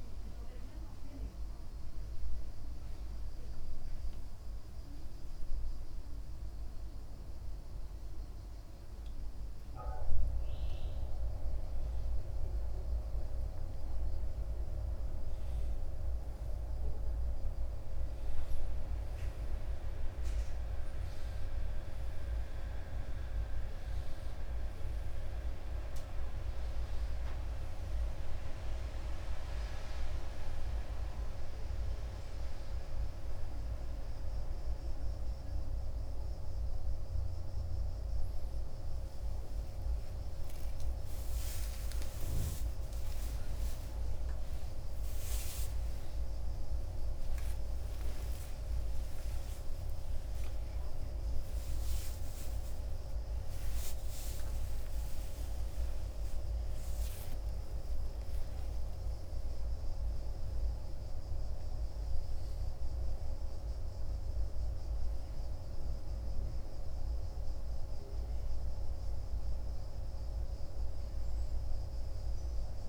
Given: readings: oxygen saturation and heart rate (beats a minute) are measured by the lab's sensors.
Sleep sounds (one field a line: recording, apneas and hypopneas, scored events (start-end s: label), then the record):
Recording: breathing in sleep by a room microphone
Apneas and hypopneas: none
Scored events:
24.00-72.89 s: new sleep stage, N2 (light sleep)
44.50-51.00 s: arousal
66.00-72.00 s: oxygen desaturation (device-marked, oxygen 91% before, 87% lowest)
From the record:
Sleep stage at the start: N1 (lightest sleep)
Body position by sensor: on the right side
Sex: male